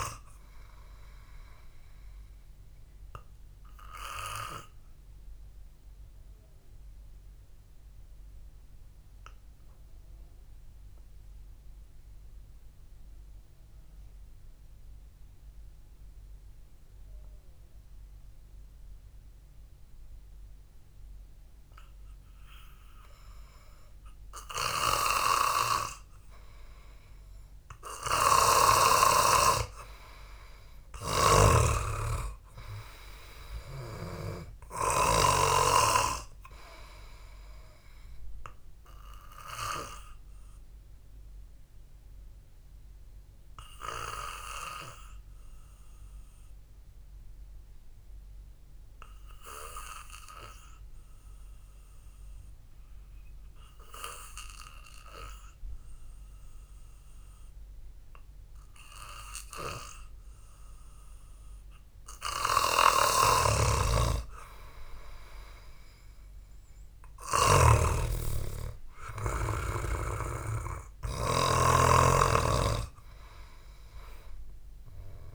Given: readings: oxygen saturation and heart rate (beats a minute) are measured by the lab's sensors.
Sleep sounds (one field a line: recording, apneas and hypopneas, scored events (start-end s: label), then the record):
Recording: breathing in sleep by a room microphone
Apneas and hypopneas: 2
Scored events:
3.50-23.50 s: obstructive apnea (oxygen 96% before, 90% lowest, heart rate 59 before, 54 extreme)
13.50-22.50 s: oxygen desaturation (device-marked, oxygen 96% before, 92% lowest, heart rate 60 before, 54 extreme)
26.50-31.00 s: arousal
30.50-59.50 s: oxygen desaturation (device-marked, oxygen 98% before, 90% lowest, heart rate 64 before, 55 extreme)
31.50-35.00 s: snoring (device-marked)
40.50-61.00 s: hypopnea (oxygen 98% before, 90% lowest, heart rate 58 before, 55 extreme, up 2 after)
63.50-72.00 s: snoring (device-marked)
65.50-70.00 s: arousal
From the record:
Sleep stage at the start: N2 (light sleep)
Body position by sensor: on the back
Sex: male